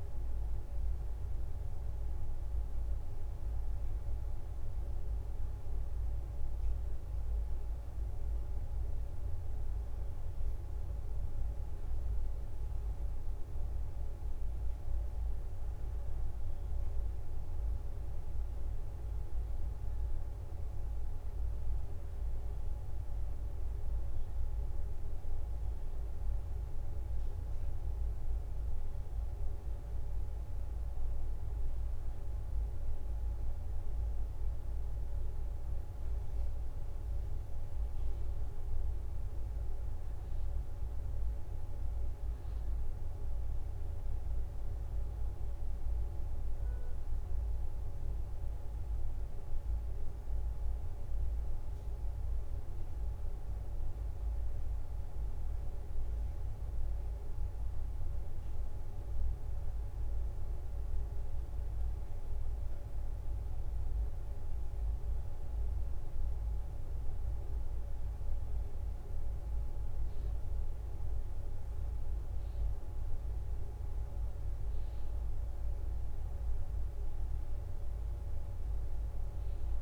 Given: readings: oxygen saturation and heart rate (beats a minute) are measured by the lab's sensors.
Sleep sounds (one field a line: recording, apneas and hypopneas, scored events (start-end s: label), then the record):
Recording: breathing in sleep, hard to hear, by a room microphone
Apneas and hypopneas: none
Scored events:
0.00-7.50 s: leg movement (device-marked)
56.00-79.81 s: new sleep stage, N2 (light sleep)
62.50-71.00 s: leg movement (device-marked)
77.00-79.81 s: leg movement (device-marked)
From the record:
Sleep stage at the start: N1 (lightest sleep)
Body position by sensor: on the back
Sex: female